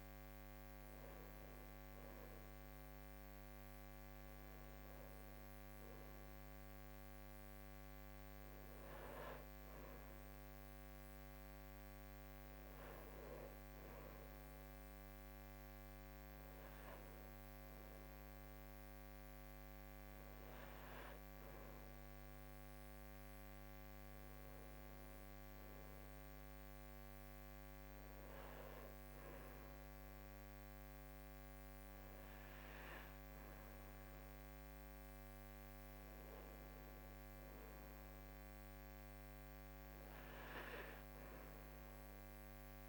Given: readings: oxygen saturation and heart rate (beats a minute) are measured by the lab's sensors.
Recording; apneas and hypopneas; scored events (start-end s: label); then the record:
breathing in sleep, hard to hear, by a microphone on the trachea; none
none scored
From the record:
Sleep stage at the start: N2 (light sleep); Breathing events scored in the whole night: 177 in 5.9 hours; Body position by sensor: on the right side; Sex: female